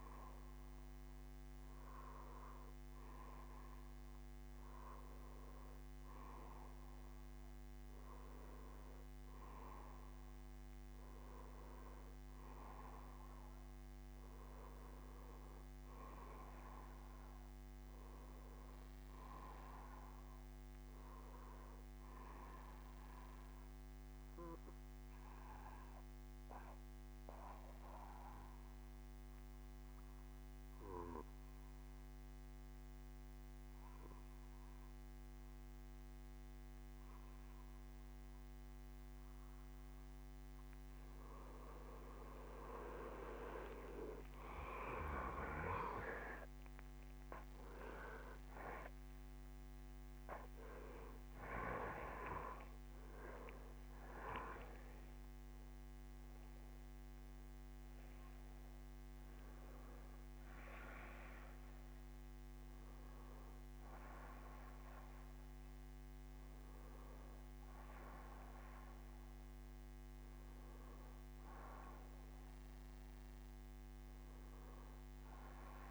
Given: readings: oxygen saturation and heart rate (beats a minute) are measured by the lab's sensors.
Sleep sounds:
breathing in sleep by a microphone on the trachea; 1
0.00-17.00 s: bradycardia (device-marked, heart rate 46 extreme)
23.00-43.00 s: bradycardia (device-marked, heart rate 61 before, 46 extreme)
24.50-41.00 s: obstructive apnea (oxygen 92% before, 83% lowest, heart rate 53 before, 46 extreme, up 23 after)
42.00-70.00 s: oxygen desaturation (device-marked, oxygen 92% before, 83% lowest, heart rate 52 before, 59 extreme)
44.00-48.50 s: arousal
From the record:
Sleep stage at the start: N2 (light sleep); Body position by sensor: on the back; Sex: male

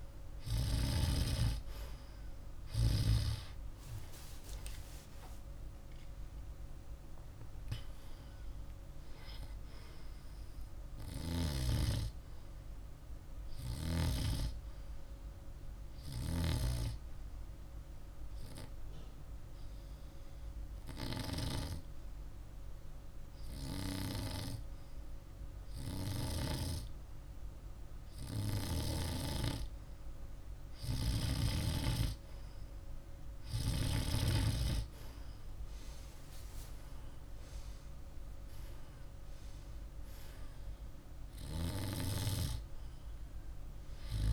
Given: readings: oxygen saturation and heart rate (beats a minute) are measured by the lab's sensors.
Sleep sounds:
breathing in sleep by a room microphone; 1
2.50-6.50 s: arousal
16.00-30.00 s: hypopnea (oxygen 97% before, 94% lowest, heart rate 51 before, 49 extreme, up 1 after)
33.00-36.00 s: arousal
From the record:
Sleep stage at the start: N2 (light sleep); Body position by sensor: on the back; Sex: male

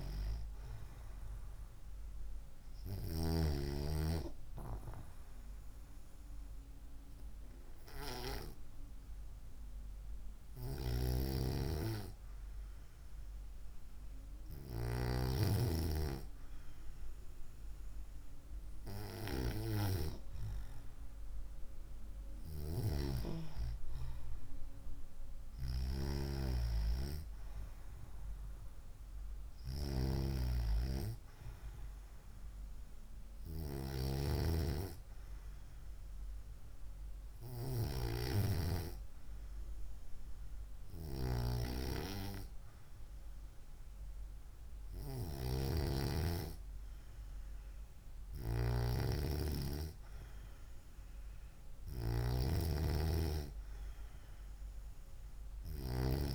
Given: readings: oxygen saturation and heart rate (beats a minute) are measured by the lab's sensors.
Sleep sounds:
breathing in sleep by a room microphone; none
none scored
From the record:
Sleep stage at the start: N2 (light sleep); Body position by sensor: on the right side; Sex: female

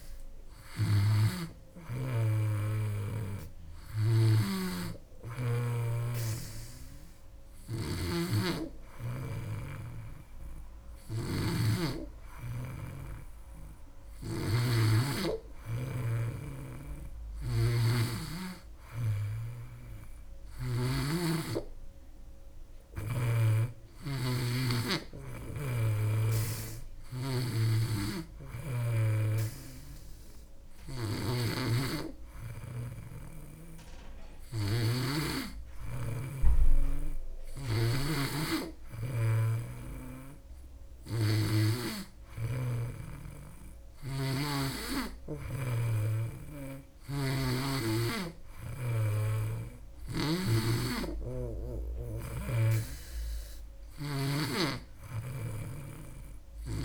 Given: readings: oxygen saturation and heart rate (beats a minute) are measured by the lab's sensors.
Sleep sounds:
breathing in sleep by a room microphone; none
0.00-20.50 s: snoring (device-marked)
27.50-41.50 s: snoring (device-marked)
43.50-50.00 s: snoring (device-marked)
From the record:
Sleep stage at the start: N2 (light sleep); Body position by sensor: on the back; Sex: female

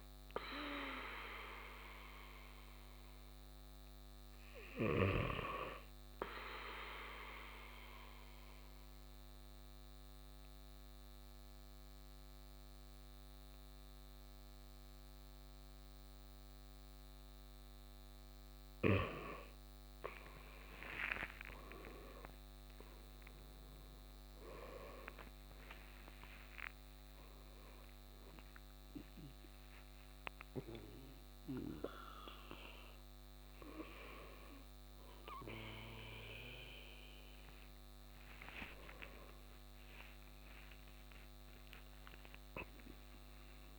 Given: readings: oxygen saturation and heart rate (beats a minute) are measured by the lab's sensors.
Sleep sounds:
breathing in sleep by a microphone on the trachea; 1
7.00-19.00 s: obstructive apnea (oxygen 97% before, 95% lowest, heart rate 56 before, 53 extreme, up 22 after)
20.00-24.50 s: arousal
From the record:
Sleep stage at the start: N2 (light sleep); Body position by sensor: on the back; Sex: male

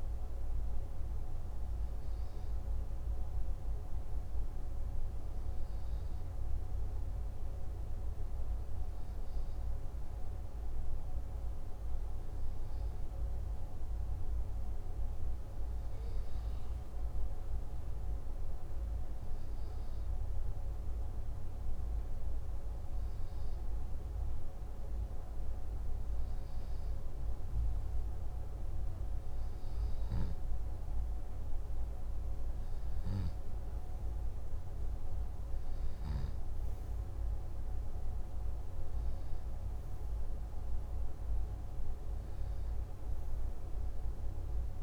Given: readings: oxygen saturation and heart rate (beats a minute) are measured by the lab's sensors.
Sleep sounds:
breathing in sleep, hard to hear, by a room microphone; none
none scored
From the record:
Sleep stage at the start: N2 (light sleep); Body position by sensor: on the left side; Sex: male

